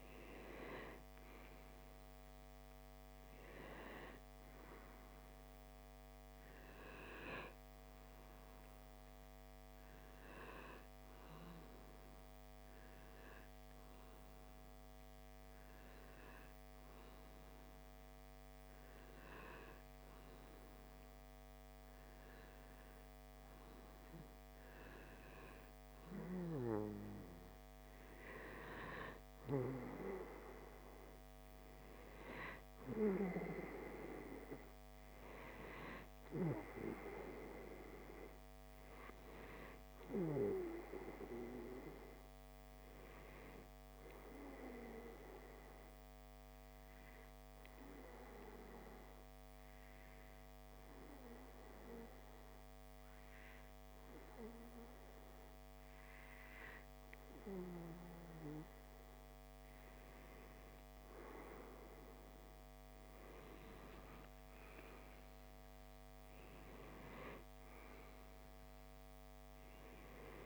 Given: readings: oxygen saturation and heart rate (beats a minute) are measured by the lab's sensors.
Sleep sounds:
breathing in sleep by a microphone on the trachea; 2
11.50-25.00 s: hypopnea (oxygen 95% before, 94% lowest, heart rate 64 before, 59 extreme, up 0 after)
26.50-30.00 s: arousal
45.00-59.00 s: obstructive apnea (oxygen 96% before, 94% lowest, heart rate 60 before, 55 extreme, up 5 after)
61.00-65.50 s: arousal
From the record:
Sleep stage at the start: N2 (light sleep); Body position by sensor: on the back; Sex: male

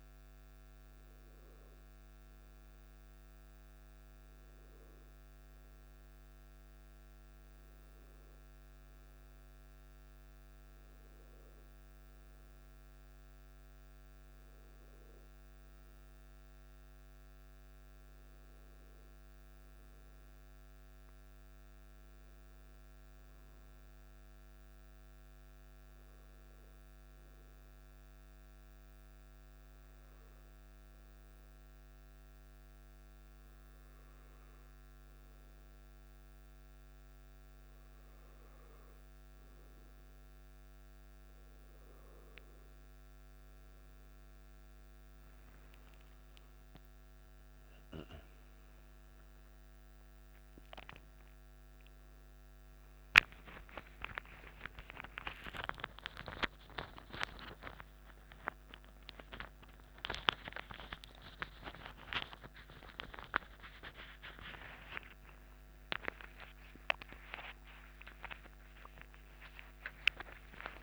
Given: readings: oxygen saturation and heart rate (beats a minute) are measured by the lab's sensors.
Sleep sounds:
a person awake in a sleep study, by a microphone on the trachea; none
32.50-70.83 s: new sleep stage, awake
From the record:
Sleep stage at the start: N1 (lightest sleep); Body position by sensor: on the back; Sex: male

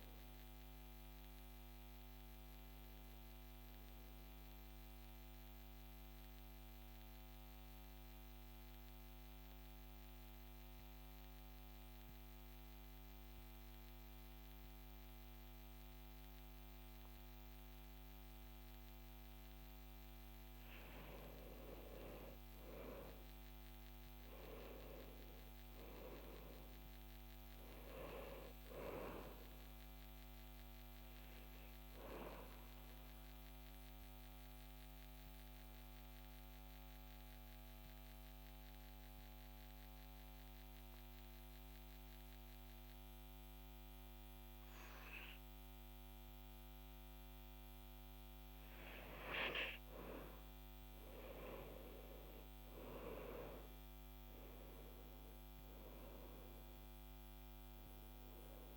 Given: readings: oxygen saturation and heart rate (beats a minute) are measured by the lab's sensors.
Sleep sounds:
breathing in sleep by a microphone on the trachea; 2
5.50-20.50 s: central apnea (oxygen 97% before, 91% lowest, heart rate 57 before, 47 extreme, up 13 after)
20.50-27.50 s: oxygen desaturation (device-marked, oxygen 96% before, 91% lowest, heart rate 49 before, 47 extreme)
22.50-26.50 s: arousal
33.00-48.50 s: mixed apnea (oxygen 98% before, 93% lowest, heart rate 52 before, 47 extreme, up 12 after)
45.50-56.50 s: oxygen desaturation (device-marked, oxygen 98% before, 94% lowest, heart rate 51 before, 47 extreme)
51.50-57.00 s: arousal
From the record:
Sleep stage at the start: N2 (light sleep); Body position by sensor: on the back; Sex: male

